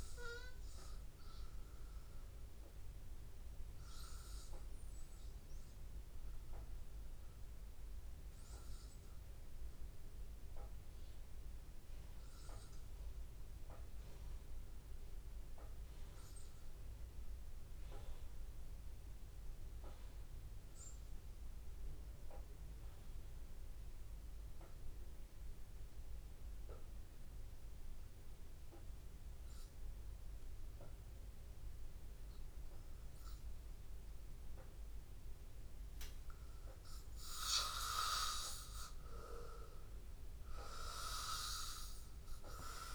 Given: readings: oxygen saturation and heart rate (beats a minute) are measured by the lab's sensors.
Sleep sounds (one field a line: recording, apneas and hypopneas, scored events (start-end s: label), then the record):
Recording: breathing in sleep by a room microphone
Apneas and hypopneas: 1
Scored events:
0.00-7.50 s: oxygen desaturation (device-marked, oxygen 91% lowest, heart rate 81 extreme)
1.50-36.50 s: hypopnea (oxygen 96% before, 92% lowest, heart rate 84 before, 80 extreme, up 1 after)
26.50-42.95 s: oxygen desaturation (device-marked, oxygen 99% before, 93% lowest, heart rate 82 before, 80 extreme)
38.00-41.50 s: arousal
From the record:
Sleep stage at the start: N2 (light sleep)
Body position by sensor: on the back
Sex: male